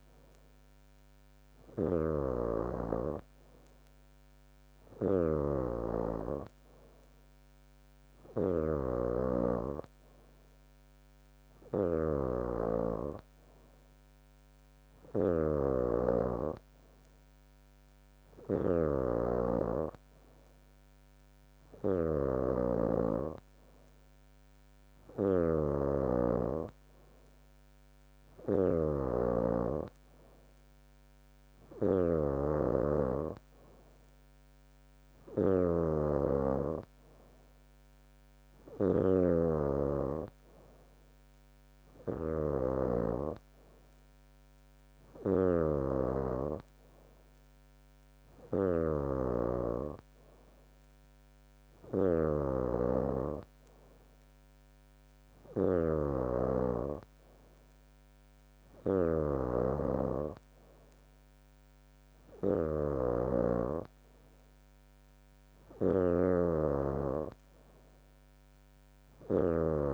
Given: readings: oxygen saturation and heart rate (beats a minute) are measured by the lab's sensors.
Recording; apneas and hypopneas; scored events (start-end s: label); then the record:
breathing in sleep by a microphone on the trachea; none
0.00-69.93 s: snoring (device-marked)
18.50-69.93 s: new sleep stage, N2 (light sleep)
29.00-31.00 s: long interval between heartbeats (device-marked, heart rate 71 before, 76 extreme)
30.00-35.00 s: arousal
32.00-34.00 s: long interval between heartbeats (device-marked, heart rate 72 before, 88 extreme)
52.50-54.50 s: long interval between heartbeats (device-marked, heart rate 78 before, 79 extreme)
From the record:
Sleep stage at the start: N3 (deep sleep); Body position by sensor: on the back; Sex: female